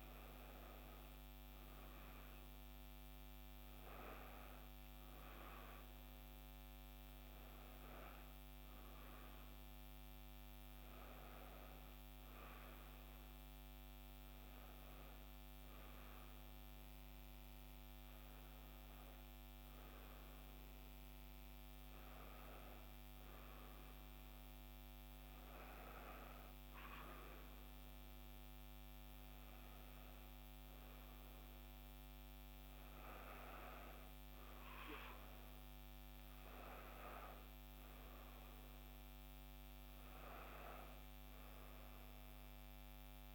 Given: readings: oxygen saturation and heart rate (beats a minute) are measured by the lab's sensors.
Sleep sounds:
breathing in sleep by a microphone on the trachea; none
none scored
From the record:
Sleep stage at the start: N1 (lightest sleep); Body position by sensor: on the back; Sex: female

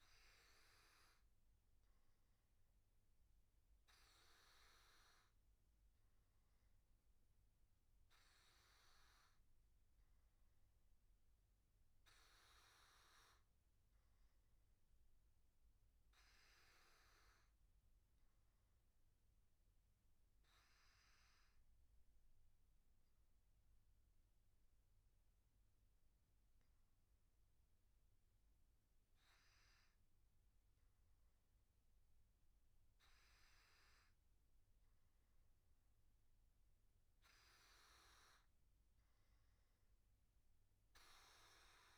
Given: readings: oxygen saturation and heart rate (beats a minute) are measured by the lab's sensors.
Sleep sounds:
breathing in sleep, hard to hear, by a room microphone; none
none scored
From the record:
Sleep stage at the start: N3 (deep sleep); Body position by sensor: on the back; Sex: male

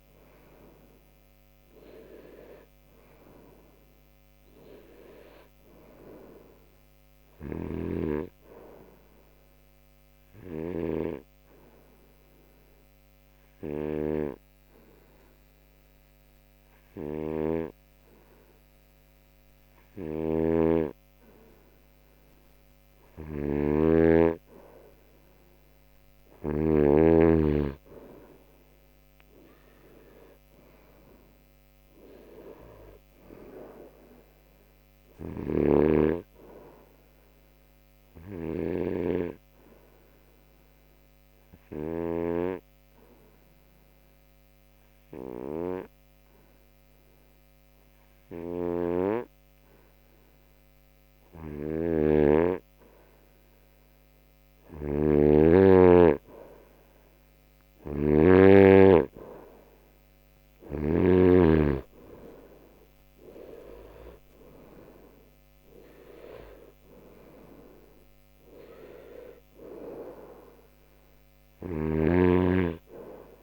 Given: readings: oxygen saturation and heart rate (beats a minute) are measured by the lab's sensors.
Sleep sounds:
breathing in sleep by a microphone on the trachea; 2
0.00-23.00 s: oxygen desaturation (device-marked, oxygen 90% lowest)
10.00-23.00 s: obstructive apnea (oxygen 96% before, 90% lowest)
12.00-14.00 s: long interval between heartbeats (device-marked)
27.50-32.50 s: arousal
39.50-52.50 s: obstructive apnea (oxygen 96% before, 89% lowest)
55.00-59.50 s: arousal
58.00-61.50 s: snoring (device-marked)
66.00-73.43 s: oxygen desaturation (device-marked, oxygen 95% before, 89% lowest)
From the record:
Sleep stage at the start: N2 (light sleep); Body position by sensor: on the right side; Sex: male

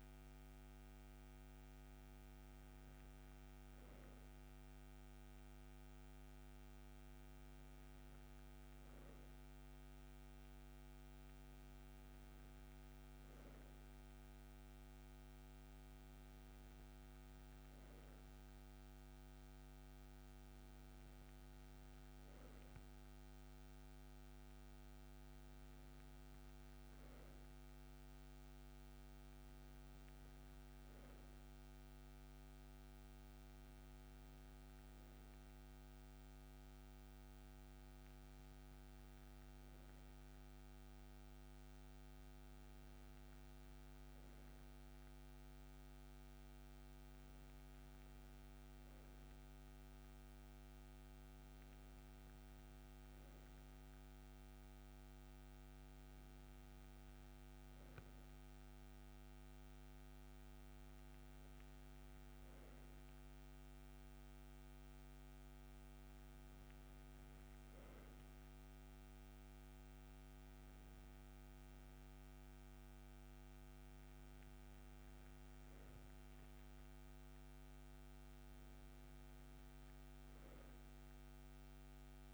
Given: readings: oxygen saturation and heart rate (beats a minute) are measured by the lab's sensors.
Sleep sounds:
breathing in sleep, hard to hear, by a microphone on the trachea; none
none scored
From the record:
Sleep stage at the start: N2 (light sleep); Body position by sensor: on the right side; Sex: male

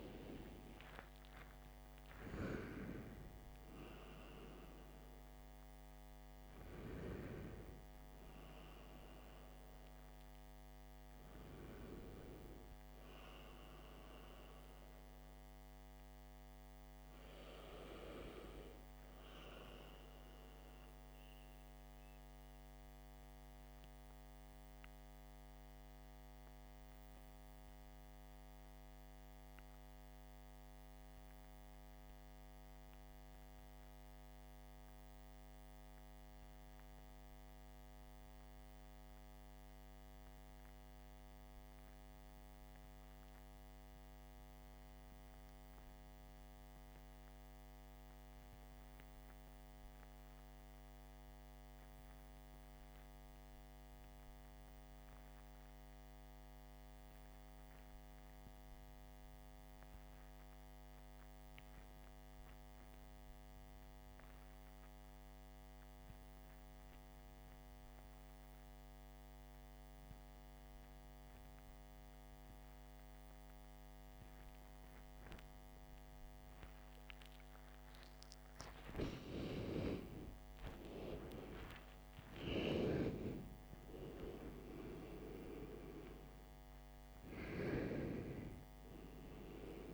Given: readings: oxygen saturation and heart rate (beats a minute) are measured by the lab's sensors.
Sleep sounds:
breathing in sleep by a microphone on the trachea; 1
0.00-25.00 s: oxygen desaturation (device-marked, oxygen 76% lowest, heart rate 56 extreme)
23.00-78.50 s: obstructive apnea (oxygen 93% before, 78% lowest, heart rate 79 before, 56 extreme, up 18 after)
47.00-89.93 s: oxygen desaturation (device-marked, oxygen 97% before, 78% lowest, heart rate 59 before, 56 extreme)
80.00-84.00 s: arousal
From the record:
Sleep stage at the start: REM sleep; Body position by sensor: on the back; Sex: male

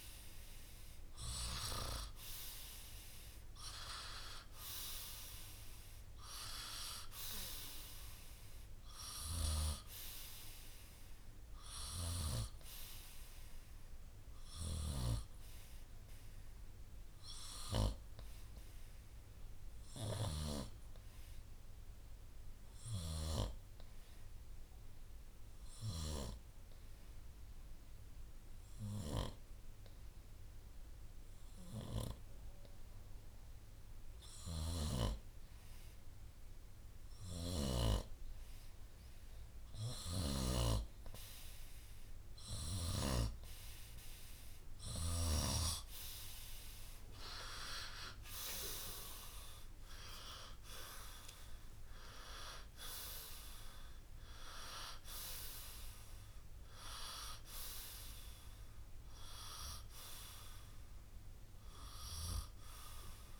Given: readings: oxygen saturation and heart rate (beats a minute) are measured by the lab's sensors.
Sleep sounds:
breathing in sleep by a room microphone; 1
0.00-3.00 s: arousal
0.50-15.50 s: oxygen desaturation (device-marked, oxygen 95% before, 91% lowest, heart rate 63 before, 61 extreme)
23.50-38.00 s: hypopnea (oxygen 95% before, 92% lowest, heart rate 65 before, 61 extreme, up 4 after)
41.00-45.00 s: arousal
From the record:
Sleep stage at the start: N2 (light sleep); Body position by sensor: on the right side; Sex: male

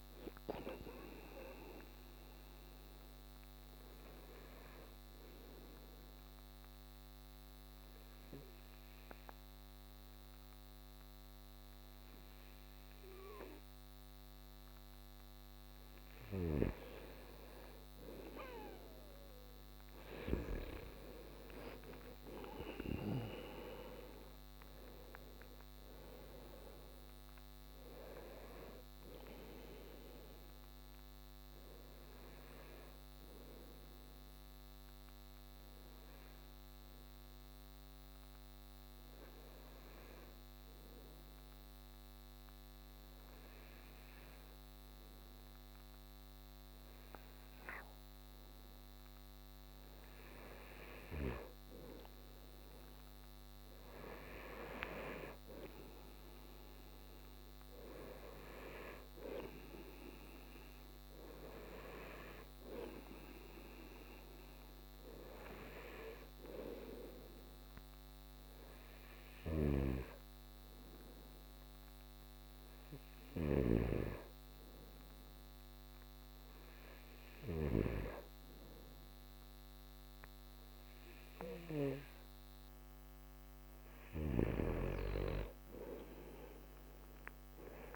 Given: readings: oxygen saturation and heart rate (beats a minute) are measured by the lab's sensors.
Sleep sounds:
breathing in sleep by a microphone on the trachea; 2
0.00-8.50 s: oxygen desaturation (device-marked, oxygen 90% lowest)
1.00-14.50 s: obstructive apnea (oxygen 96% before, 90% lowest)
22.00-26.50 s: arousal
33.00-48.50 s: hypopnea (oxygen 95% before, 90% lowest)
51.00-54.50 s: arousal
63.50-78.50 s: oxygen desaturation (device-marked, oxygen 96% before, 91% lowest)
69.00-73.50 s: snoring (device-marked)
From the record:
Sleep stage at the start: N2 (light sleep); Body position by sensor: on the right side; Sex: male

